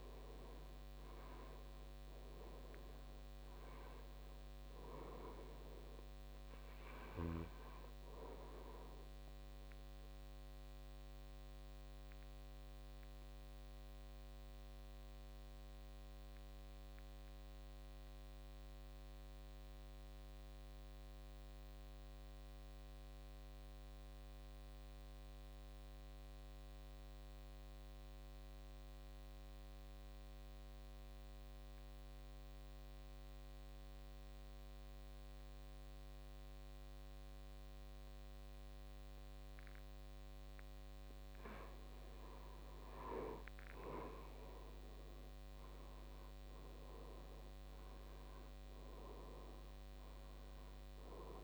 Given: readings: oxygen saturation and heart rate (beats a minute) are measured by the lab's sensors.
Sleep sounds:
breathing in sleep by a microphone on the trachea; 1
0.00-24.00 s: oxygen desaturation (device-marked, oxygen 76% lowest, heart rate 56 extreme)
10.00-40.00 s: obstructive apnea (oxygen 97% before, 76% lowest, heart rate 70 before, 54 extreme, up 12 after)
40.00-51.44 s: oxygen desaturation (device-marked, oxygen 98% before, 77% lowest, heart rate 59 before, 52 extreme)
42.00-47.00 s: arousal
From the record:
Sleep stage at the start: N2 (light sleep); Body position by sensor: on the back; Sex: male

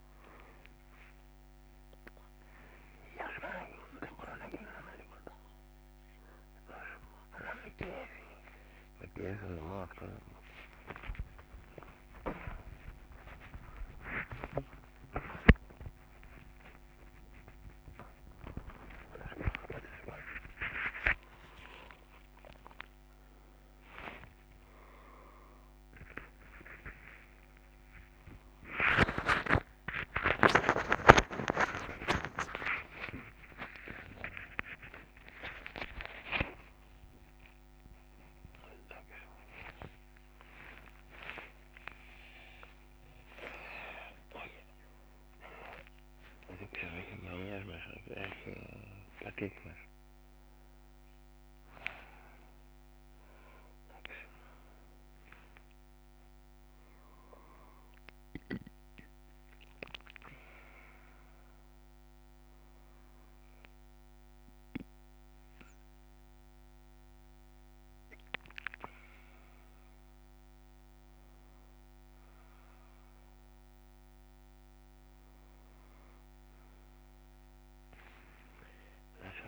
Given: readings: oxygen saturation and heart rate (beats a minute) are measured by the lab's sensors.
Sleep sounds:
breathing in sleep by a microphone on the trachea; none
10.50-79.48 s: new sleep stage, N3 (deep sleep)
30.50-36.50 s: snoring (device-marked)
From the record:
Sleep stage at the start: N2 (light sleep); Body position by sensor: upright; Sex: male

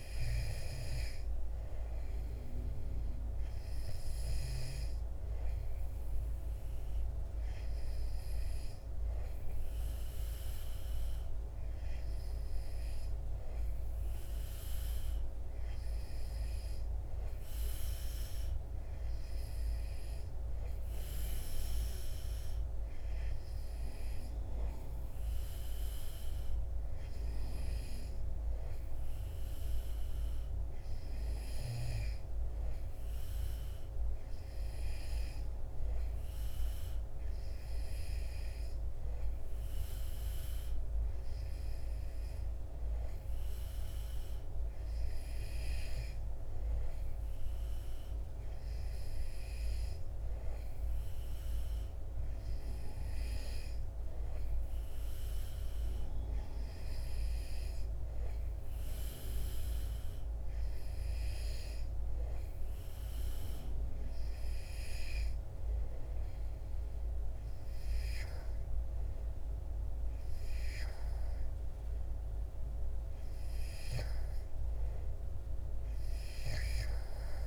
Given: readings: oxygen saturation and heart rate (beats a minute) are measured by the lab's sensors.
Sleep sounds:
breathing in sleep, hard to hear, by a room microphone; none
none scored
From the record:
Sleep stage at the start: N2 (light sleep); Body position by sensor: on the back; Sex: male

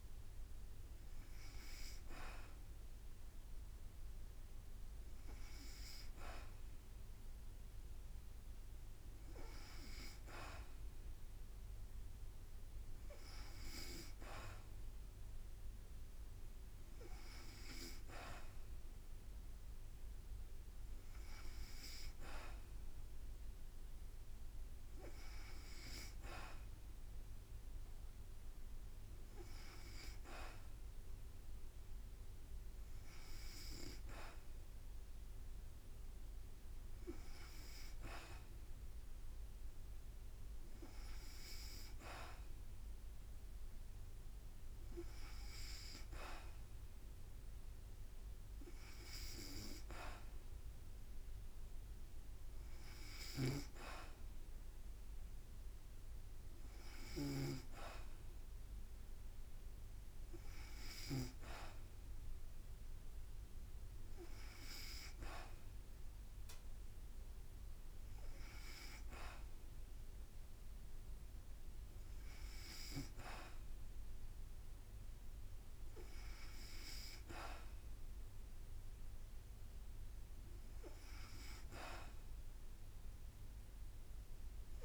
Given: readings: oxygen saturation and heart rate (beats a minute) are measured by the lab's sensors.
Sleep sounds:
breathing in sleep by a room microphone; none
53.00-61.00 s: snoring (device-marked)
From the record:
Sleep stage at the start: N2 (light sleep); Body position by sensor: on the back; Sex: female

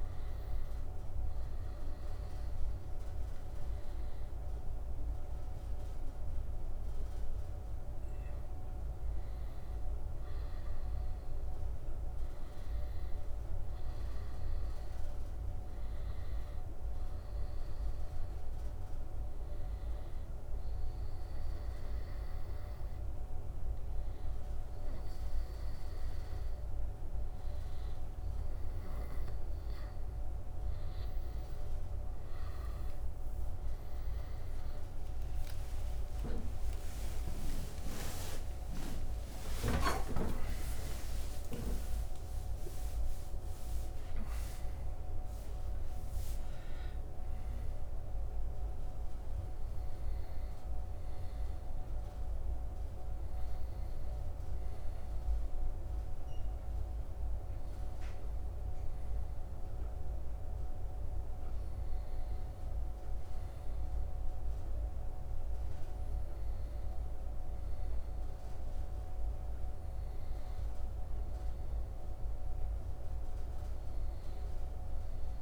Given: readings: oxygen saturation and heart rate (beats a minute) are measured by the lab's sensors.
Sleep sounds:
a person partly awake in a sleep study, hard to hear, by a room microphone; 1
11.00-15.00 s: arousal
18.00-30.00 s: obstructive apnea (oxygen 94% before, 89% lowest, heart rate 82 before, 79 extreme, up 13 after)
35.00-54.00 s: oxygen desaturation (device-marked, oxygen 94% before, 89% lowest, heart rate 81 before, 76 extreme)
38.50-40.50 s: long interval between heartbeats (device-marked, heart rate 82 before, 102 extreme)
41.50-43.50 s: long interval between heartbeats (device-marked, heart rate 85 before, 117 extreme)
45.00-75.00 s: new sleep stage, awake
75.00-75.42 s: new sleep stage, N1 (lightest sleep)
From the record:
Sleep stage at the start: N1 (lightest sleep); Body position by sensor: on the right side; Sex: male

